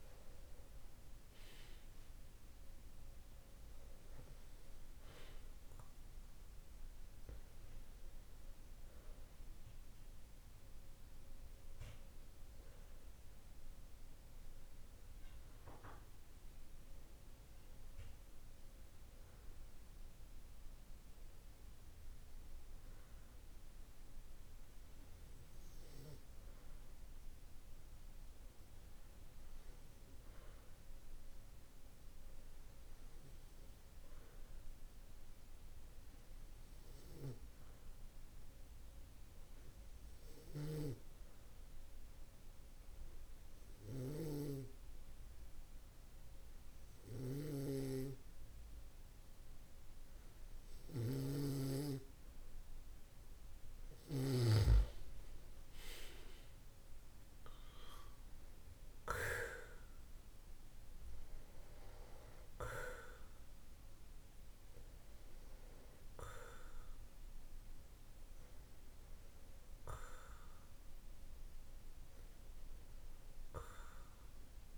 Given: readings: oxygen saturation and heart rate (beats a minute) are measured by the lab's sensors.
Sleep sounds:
breathing in sleep by a room microphone; 1
24.50-52.50 s: hypopnea (oxygen 96% before, 93% lowest, heart rate 51 before, 48 extreme, up 6 after)
56.50-60.00 s: arousal
From the record:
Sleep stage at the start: N2 (light sleep); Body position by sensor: on the back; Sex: male

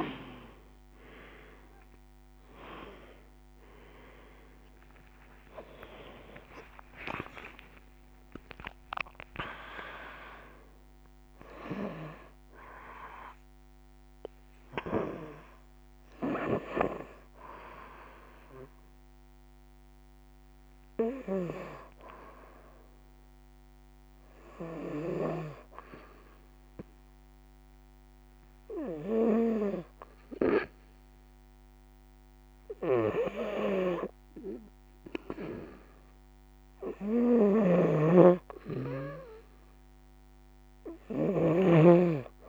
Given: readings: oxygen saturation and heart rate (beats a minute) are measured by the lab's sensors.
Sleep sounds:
breathing in sleep by a microphone on the trachea; 1
1.00-21.00 s: oxygen desaturation (device-marked, oxygen 93% before, 88% lowest, heart rate 66 before, 61 extreme)
2.50-8.50 s: arousal
23.50-35.00 s: hypopnea (oxygen 93% before, 90% lowest, heart rate 84 before, 61 extreme, up 6 after)
32.50-42.49 s: snoring (device-marked)
36.50-40.50 s: arousal
From the record:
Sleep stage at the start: N2 (light sleep); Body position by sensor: on the right side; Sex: female

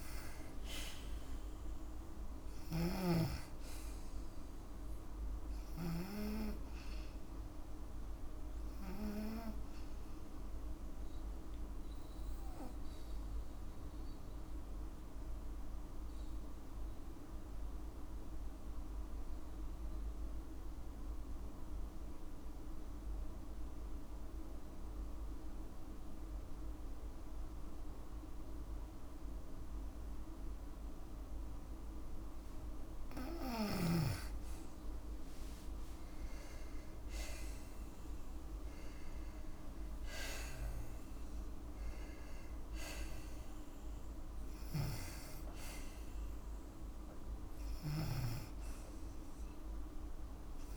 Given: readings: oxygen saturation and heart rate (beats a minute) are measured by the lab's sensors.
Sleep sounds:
breathing in sleep by a room microphone; 1
2.00-5.50 s: snoring (device-marked)
11.50-32.50 s: obstructive apnea (oxygen 98% before, 91% lowest, heart rate 59 before, 53 extreme, up 7 after)
14.00-32.00 s: oxygen desaturation (device-marked, oxygen 98% before, 93% lowest, heart rate 59 before, 53 extreme)
36.50-40.50 s: arousal
From the record:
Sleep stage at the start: N2 (light sleep); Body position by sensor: on the back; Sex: female

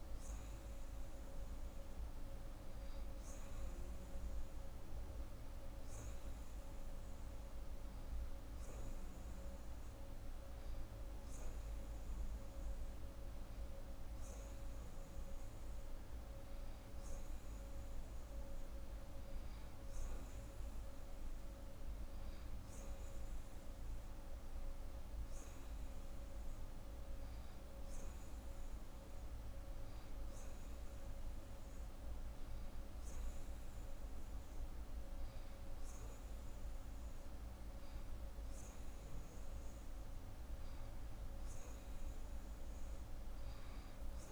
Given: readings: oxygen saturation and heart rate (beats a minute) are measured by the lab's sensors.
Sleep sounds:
breathing in sleep, hard to hear, by a room microphone; none
none scored
From the record:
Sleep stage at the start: N2 (light sleep); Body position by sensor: on the right side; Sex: female

